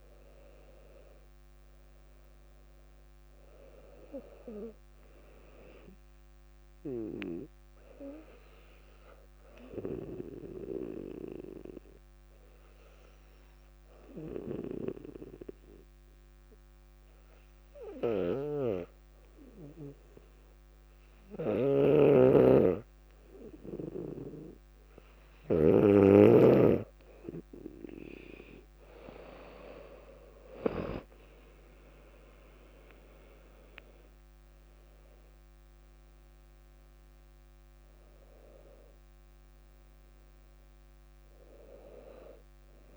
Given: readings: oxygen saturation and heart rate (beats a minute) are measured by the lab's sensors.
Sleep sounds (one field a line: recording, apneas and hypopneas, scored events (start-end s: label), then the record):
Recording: breathing in sleep by a microphone on the trachea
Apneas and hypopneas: 1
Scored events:
8.50-22.50 s: obstructive apnea (oxygen 98% before, 96% lowest, heart rate 62 before, 56 extreme, up 4 after)
21.50-26.00 s: snoring (device-marked)
30.00-35.50 s: arousal
35.00-42.97 s: drop in pulse transit time (device-marked, heart rate 61 before, 58 extreme)
37.00-42.97 s: oxygen desaturation (device-marked, oxygen 99% before, 96% lowest, heart rate 62 before, 55 extreme)
From the record:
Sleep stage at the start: N2 (light sleep)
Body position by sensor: on the back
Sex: female